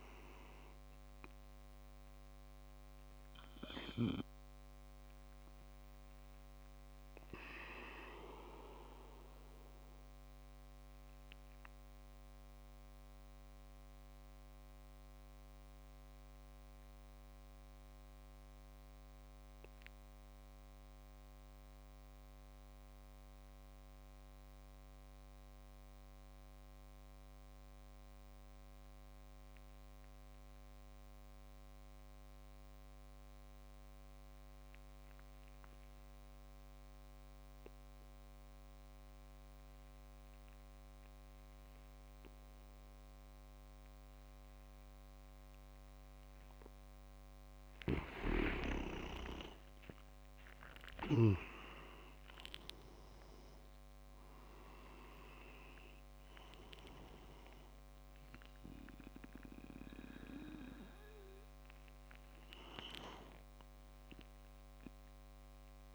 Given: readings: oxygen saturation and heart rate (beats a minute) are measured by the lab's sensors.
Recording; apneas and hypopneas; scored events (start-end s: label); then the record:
breathing in sleep by a microphone on the trachea; 1
0.00-7.50 s: oxygen desaturation (device-marked, oxygen 95% lowest)
3.00-45.50 s: obstructive apnea (oxygen 99% before, 94% lowest)
38.50-65.95 s: oxygen desaturation (device-marked, oxygen 99% before, 94% lowest)
47.50-51.00 s: snoring (device-marked)
48.00-52.50 s: arousal
48.50-50.00 s: leg movement (device-marked)
From the record:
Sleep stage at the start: N2 (light sleep); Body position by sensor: on the back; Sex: male